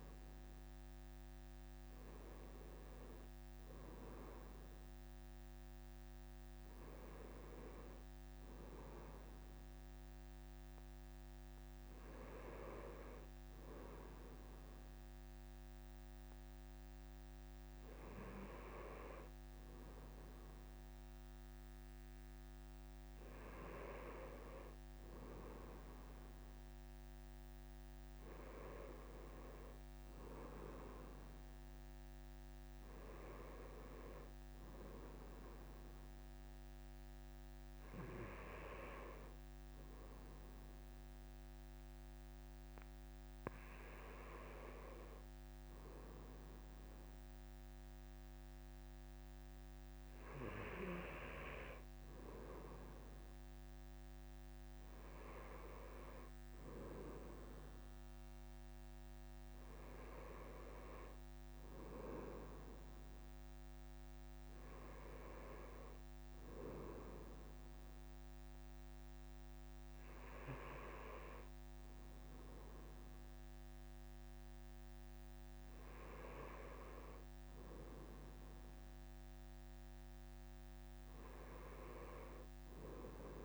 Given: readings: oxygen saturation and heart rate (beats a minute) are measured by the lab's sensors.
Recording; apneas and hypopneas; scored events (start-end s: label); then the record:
breathing in sleep by a microphone on the trachea; none
none scored
From the record:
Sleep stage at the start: N2 (light sleep); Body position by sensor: on the right side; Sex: male